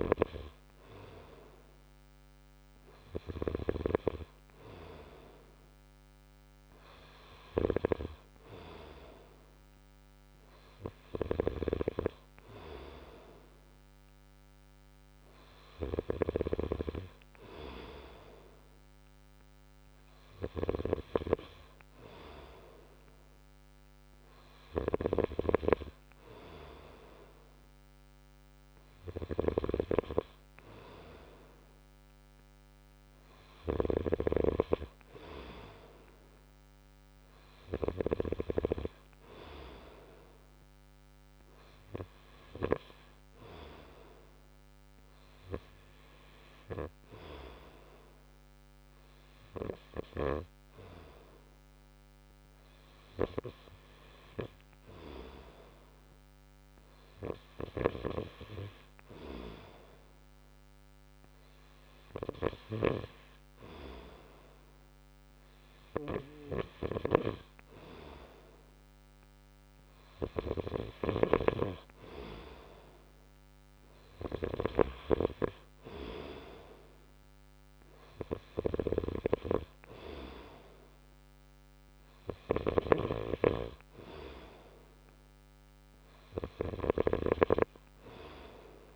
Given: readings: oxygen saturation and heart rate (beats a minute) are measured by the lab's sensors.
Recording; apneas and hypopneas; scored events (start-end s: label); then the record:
breathing in sleep by a microphone on the trachea; none
29.00-34.00 s: snoring (device-marked)
From the record:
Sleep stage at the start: N2 (light sleep); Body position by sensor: on the right side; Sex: male